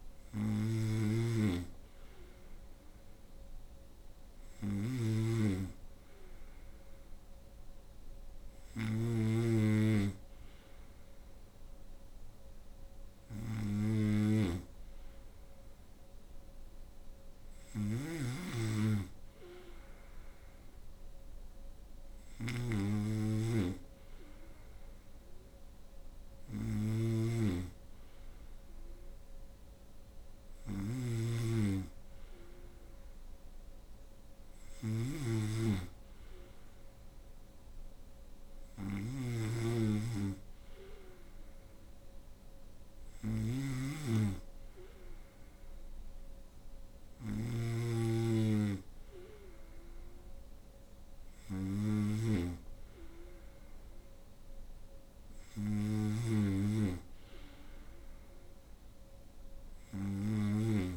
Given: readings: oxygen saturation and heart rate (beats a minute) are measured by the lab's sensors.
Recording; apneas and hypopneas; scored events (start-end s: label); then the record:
breathing in sleep by a room microphone; none
0.00-60.97 s: snoring (device-marked)
From the record:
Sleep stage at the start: N2 (light sleep); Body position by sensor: on the right side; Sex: female